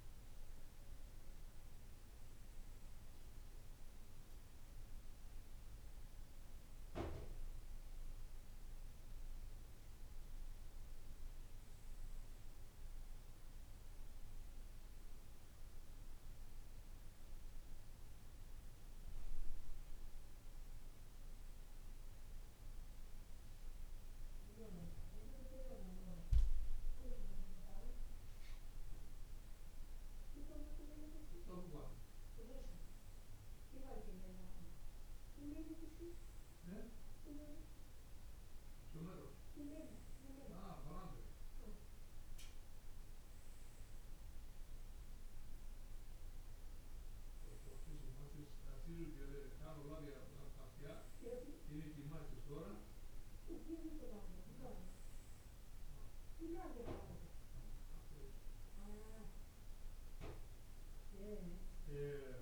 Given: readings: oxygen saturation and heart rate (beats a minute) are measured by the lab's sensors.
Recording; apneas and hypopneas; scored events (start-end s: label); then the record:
breathing in sleep by a room microphone; none
4.00-8.50 s: arousal
58.00-60.00 s: long interval between heartbeats (device-marked, heart rate 57 before, 63 extreme)
From the record:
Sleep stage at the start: N2 (light sleep); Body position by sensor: on the right side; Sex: male